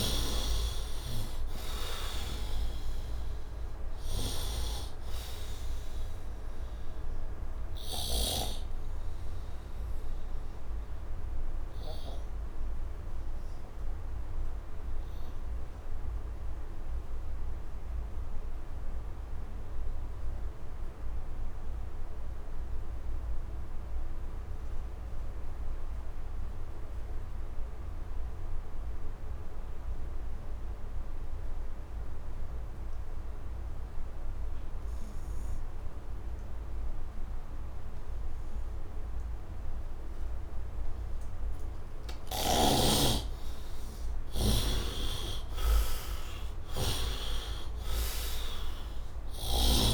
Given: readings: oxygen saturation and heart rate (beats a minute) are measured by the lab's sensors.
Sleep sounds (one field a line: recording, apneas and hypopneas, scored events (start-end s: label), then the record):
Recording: breathing in sleep by a room microphone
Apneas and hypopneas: 1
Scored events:
0.00-1.00 s: arousal
0.00-8.00 s: snoring (device-marked)
0.00-30.00 s: oxygen desaturation (device-marked, oxygen 67% lowest, heart rate 70 extreme)
9.00-44.50 s: obstructive apnea (oxygen 99% before, 67% lowest, heart rate 80 before, 72 extreme, up 9 after)
32.00-49.94 s: oxygen desaturation (device-marked, oxygen 99% before, 67% lowest, heart rate 72 before, 65 extreme)
44.50-49.94 s: snoring (device-marked)
45.50-48.50 s: arousal
From the record:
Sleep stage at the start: N2 (light sleep)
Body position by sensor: on the right side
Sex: male